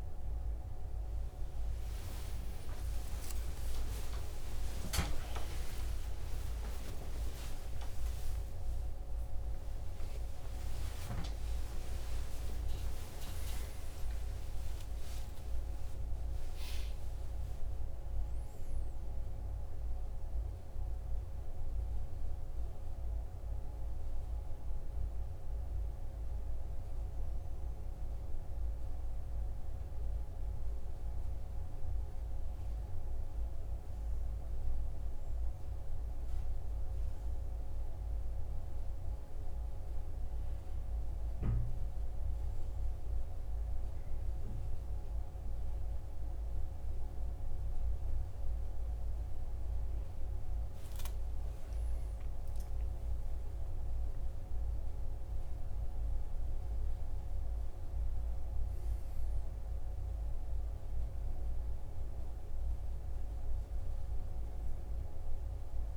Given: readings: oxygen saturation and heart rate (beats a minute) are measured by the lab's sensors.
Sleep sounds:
a person awake in a sleep study, hard to hear, by a room microphone; none
none scored
From the record:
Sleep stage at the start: awake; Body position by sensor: on the right side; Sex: male

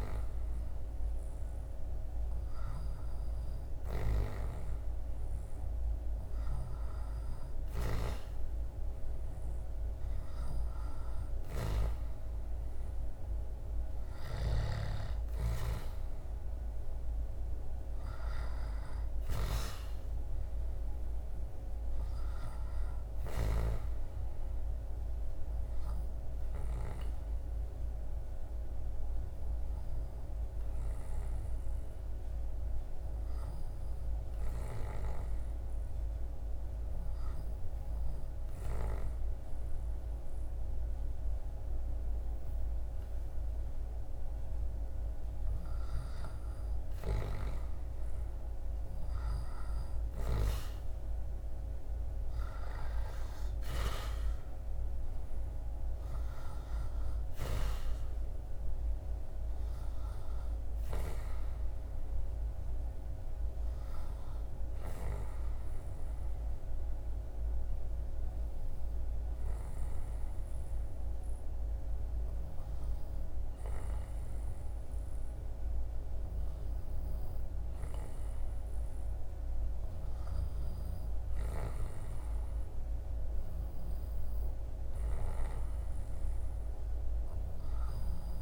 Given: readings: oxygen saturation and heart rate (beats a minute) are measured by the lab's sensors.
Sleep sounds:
breathing in sleep by a room microphone; 2
26.00-44.50 s: hypopnea (oxygen 95% before, 92% lowest, heart rate 76 before, 73 extreme, up 3 after)
50.00-55.00 s: arousal
57.00-74.00 s: oxygen desaturation (device-marked, oxygen 95% before, 92% lowest, heart rate 78 before, 68 extreme)
65.00-77.00 s: obstructive apnea (oxygen 97% before, 90% lowest, heart rate 77 before, 67 extreme, up 3 after)
78.50-83.00 s: arousal
From the record:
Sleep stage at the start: N2 (light sleep); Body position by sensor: on the back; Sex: male

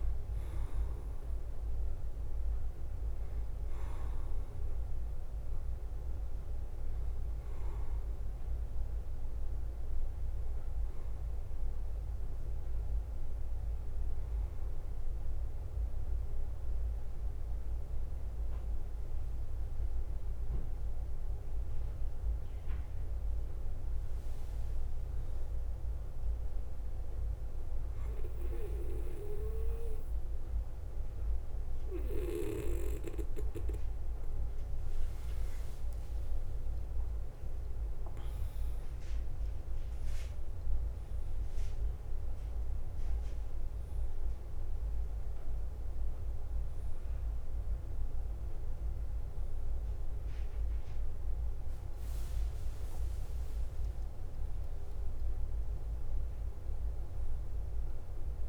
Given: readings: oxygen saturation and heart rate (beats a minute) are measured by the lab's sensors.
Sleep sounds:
breathing in sleep by a room microphone; 1
0.00-58.49 s: bradycardia (device-marked, heart rate 42 extreme)
9.50-24.00 s: obstructive apnea (oxygen 99% before, 93% lowest, heart rate 49 before, 46 extreme, up 4 after)
13.50-28.50 s: oxygen desaturation (device-marked, oxygen 97% before, 93% lowest, heart rate 49 before, 47 extreme)
26.50-29.00 s: arousal
54.50-58.00 s: arousal
From the record:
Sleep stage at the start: N2 (light sleep); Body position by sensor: on the back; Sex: male

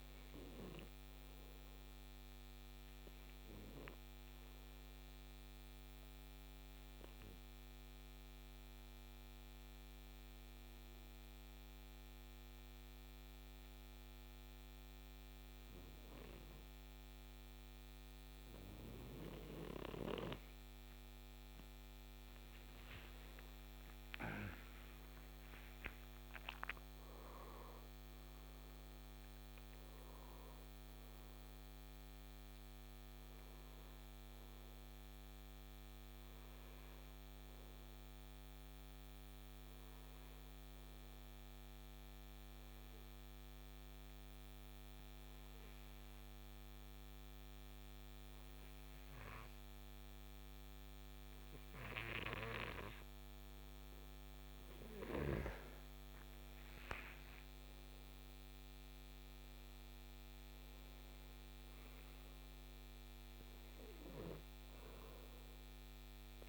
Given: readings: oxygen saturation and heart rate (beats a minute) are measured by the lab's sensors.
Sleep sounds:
breathing in sleep by a microphone on the trachea; 2
0.00-15.00 s: oxygen desaturation (device-marked, oxygen 89% lowest, heart rate 55 extreme)
5.50-21.00 s: obstructive apnea (oxygen 98% before, 89% lowest, heart rate 70 before, 55 extreme, up 53 after)
22.00-26.50 s: arousal
33.00-45.00 s: oxygen desaturation (device-marked, oxygen 97% before, 93% lowest, heart rate 81 before, 54 extreme)
39.50-52.50 s: hypopnea (oxygen 97% before, 90% lowest, heart rate 79 before, 54 extreme, up 21 after)
53.50-57.00 s: arousal
60.00-66.48 s: oxygen desaturation (device-marked, oxygen 96% before, 91% lowest, heart rate 63 before, 54 extreme)
From the record:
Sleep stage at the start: N2 (light sleep); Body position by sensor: on the right side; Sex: male

